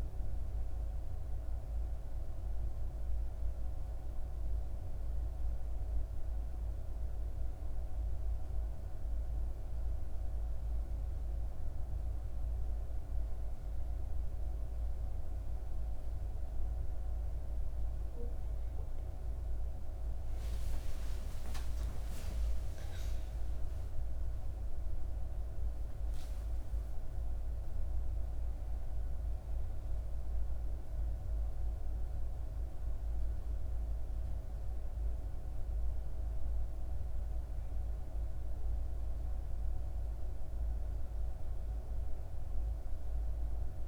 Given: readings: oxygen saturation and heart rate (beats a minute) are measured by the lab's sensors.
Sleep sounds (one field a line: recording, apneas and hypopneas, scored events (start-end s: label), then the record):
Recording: a person awake in a sleep study, hard to hear, by a room microphone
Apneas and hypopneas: none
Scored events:
none scored
From the record:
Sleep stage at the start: awake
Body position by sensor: on the back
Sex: female